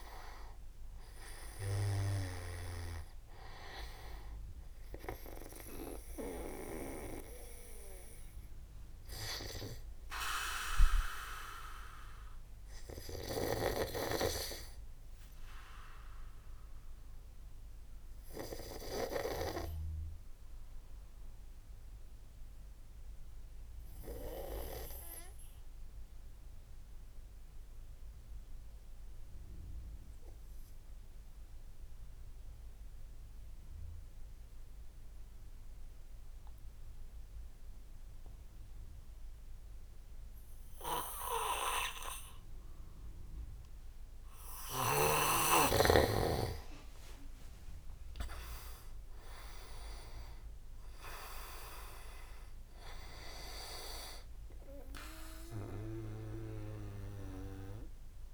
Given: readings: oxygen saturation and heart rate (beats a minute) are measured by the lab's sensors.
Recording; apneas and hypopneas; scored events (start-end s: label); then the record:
breathing in sleep by a room microphone; 1
0.00-1.00 s: arousal
0.00-11.50 s: oxygen desaturation (device-marked, oxygen 94% lowest, heart rate 45 extreme)
8.00-44.50 s: obstructive apnea (oxygen 99% before, 93% lowest, heart rate 69 before, 61 extreme, up 18 after)
42.50-58.34 s: oxygen desaturation (device-marked, oxygen 99% before, 94% lowest, heart rate 63 before, 57 extreme)
47.50-52.50 s: arousal
From the record:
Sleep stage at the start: N2 (light sleep); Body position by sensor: on the back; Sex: male